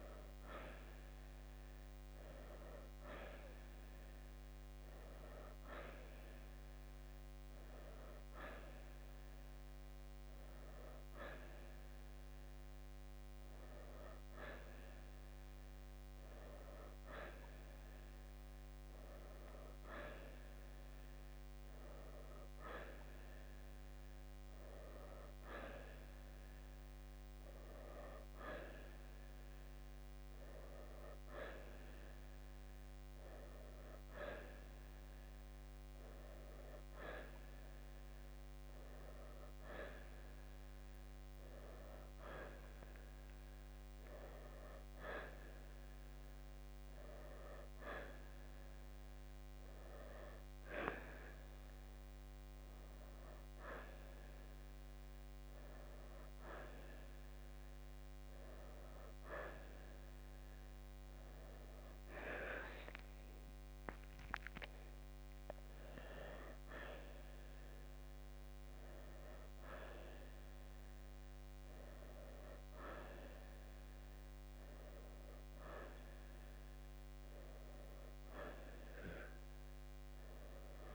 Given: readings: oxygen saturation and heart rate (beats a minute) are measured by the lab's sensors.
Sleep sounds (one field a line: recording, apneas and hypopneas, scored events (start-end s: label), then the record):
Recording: breathing in sleep by a microphone on the trachea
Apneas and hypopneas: none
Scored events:
none scored
From the record:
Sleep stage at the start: N1 (lightest sleep)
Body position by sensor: on the right side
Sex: male